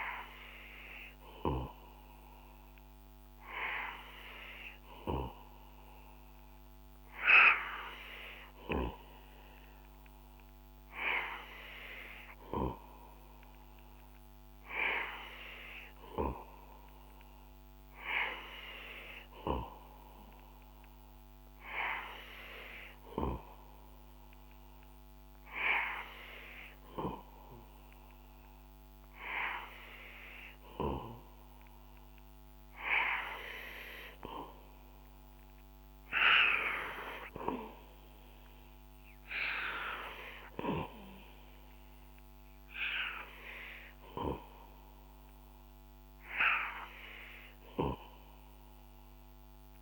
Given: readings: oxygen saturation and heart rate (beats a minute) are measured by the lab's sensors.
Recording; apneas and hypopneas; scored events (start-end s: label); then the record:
breathing in sleep by a microphone on the trachea; none
none scored
From the record:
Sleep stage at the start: N2 (light sleep); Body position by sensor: on the back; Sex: male